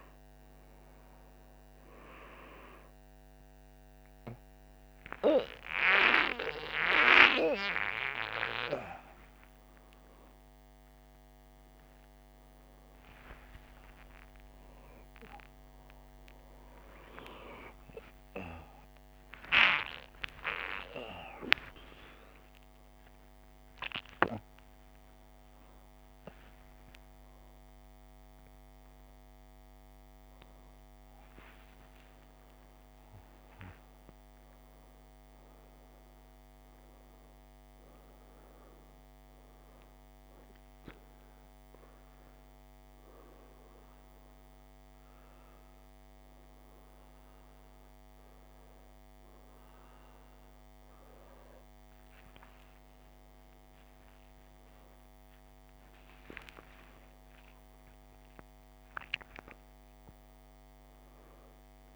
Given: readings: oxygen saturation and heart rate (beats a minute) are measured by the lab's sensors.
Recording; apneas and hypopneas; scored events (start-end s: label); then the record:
a person partly awake in a sleep study, by a microphone on the trachea; none
23.50-53.50 s: new sleep stage, N1 (lightest sleep)
25.50-33.50 s: oxygen desaturation (device-marked, oxygen 97% before, 92% lowest, heart rate 145 before, 55 extreme)
38.50-41.50 s: oxygen desaturation (device-marked, oxygen 95% before, 92% lowest, heart rate 147 before, 55 extreme)
53.50-61.96 s: new sleep stage, N2 (light sleep)
54.50-59.00 s: arousal
From the record:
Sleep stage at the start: awake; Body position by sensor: on the back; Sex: male